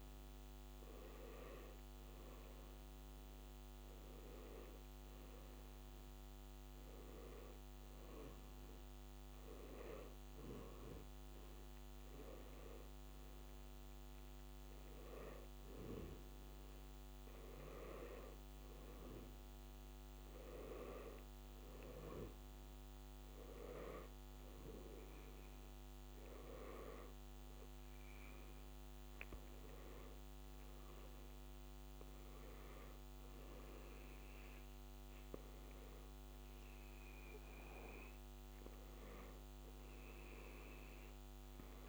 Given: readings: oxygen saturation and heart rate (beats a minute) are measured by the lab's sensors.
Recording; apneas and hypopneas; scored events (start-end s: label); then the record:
breathing in sleep by a microphone on the trachea; none
none scored
From the record:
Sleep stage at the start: N2 (light sleep); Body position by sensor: on the back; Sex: male